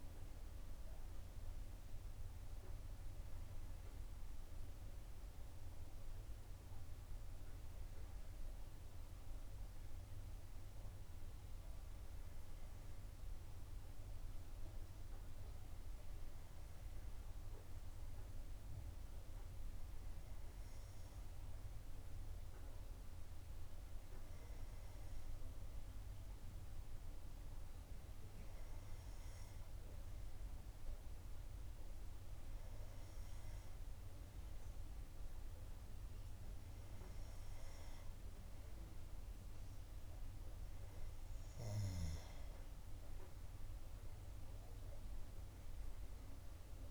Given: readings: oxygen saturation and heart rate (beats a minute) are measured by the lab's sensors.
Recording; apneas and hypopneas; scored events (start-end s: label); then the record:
breathing in sleep, hard to hear, by a room microphone; 1
4.00-26.00 s: hypopnea (oxygen 99% before, 93% lowest, heart rate 58 before, 54 extreme, up 3 after)
18.00-35.00 s: oxygen desaturation (device-marked, oxygen 98% before, 94% lowest, heart rate 57 before, 56 extreme)
27.00-31.00 s: arousal
From the record:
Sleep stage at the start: N2 (light sleep); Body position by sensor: on the back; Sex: female